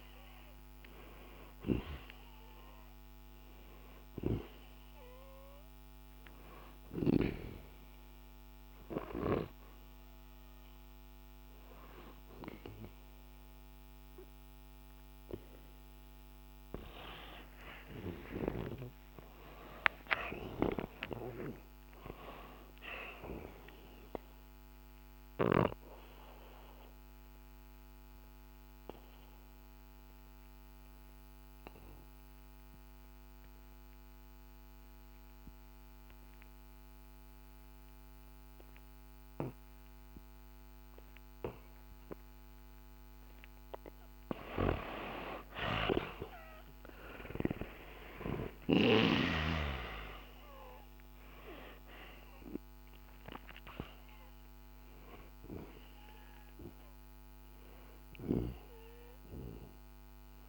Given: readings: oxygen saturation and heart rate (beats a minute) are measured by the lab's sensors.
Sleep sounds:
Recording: breathing in sleep by a microphone on the trachea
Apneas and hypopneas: 2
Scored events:
0.00-23.50 s: oxygen desaturation (device-marked, oxygen 90% lowest, heart rate 64 extreme)
6.00-16.50 s: obstructive apnea (oxygen 99% before, 89% lowest, heart rate 84 before, 64 extreme, up 15 after)
18.00-22.00 s: arousal
25.00-43.50 s: obstructive apnea (oxygen 97% before, 89% lowest, heart rate 73 before, 64 extreme, up 5 after)
45.00-49.50 s: arousal
46.50-60.49 s: oxygen desaturation (device-marked, oxygen 96% before, 89% lowest, heart rate 66 before, 62 extreme)
From the record:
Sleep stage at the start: N2 (light sleep)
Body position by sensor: on the back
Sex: male

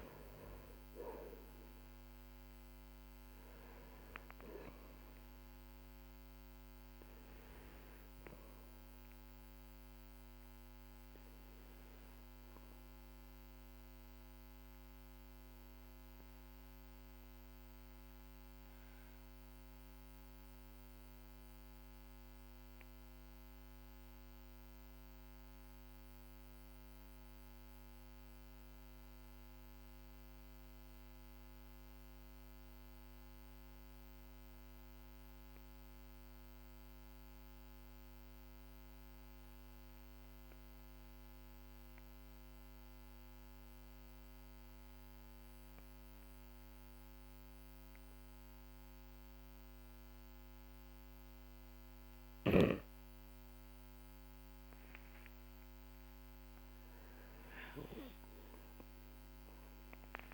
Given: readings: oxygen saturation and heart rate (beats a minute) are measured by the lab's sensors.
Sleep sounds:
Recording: breathing in sleep, hard to hear, by a microphone on the trachea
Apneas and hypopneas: 1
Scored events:
0.00-15.00 s: oxygen desaturation (device-marked, oxygen 93% lowest, heart rate 45 extreme)
16.00-55.50 s: obstructive apnea (oxygen 97% before, 92% lowest, heart rate 53 before, 44 extreme, up 14 after)
52.00-60.34 s: oxygen desaturation (device-marked, oxygen 99% before, 95% lowest, heart rate 52 before, 44 extreme)
58.00-60.34 s: arousal
From the record:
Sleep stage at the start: N2 (light sleep)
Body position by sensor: on the back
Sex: male

